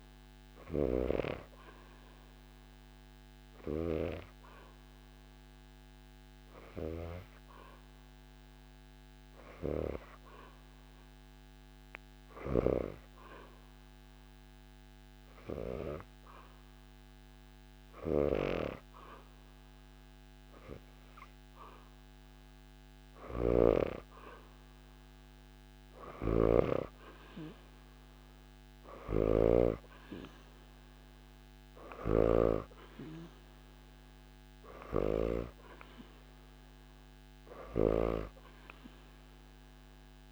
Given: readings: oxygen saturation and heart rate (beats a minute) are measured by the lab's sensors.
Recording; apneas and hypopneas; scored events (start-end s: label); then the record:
a person partly awake in a sleep study, by a microphone on the trachea; 1
0.00-3.50 s: snoring (device-marked)
0.00-8.50 s: oxygen desaturation (device-marked, oxygen 84% lowest, heart rate 72 extreme)
0.50-23.00 s: hypopnea (heart rate 73 before, 71 extreme, up 0 after)
22.50-37.50 s: snoring (device-marked)
28.50-40.32 s: new sleep stage, awake
29.50-40.32 s: oxygen desaturation (device-marked, oxygen 96% before, 92% lowest)
From the record:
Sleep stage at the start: N2 (light sleep); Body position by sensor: on the back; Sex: female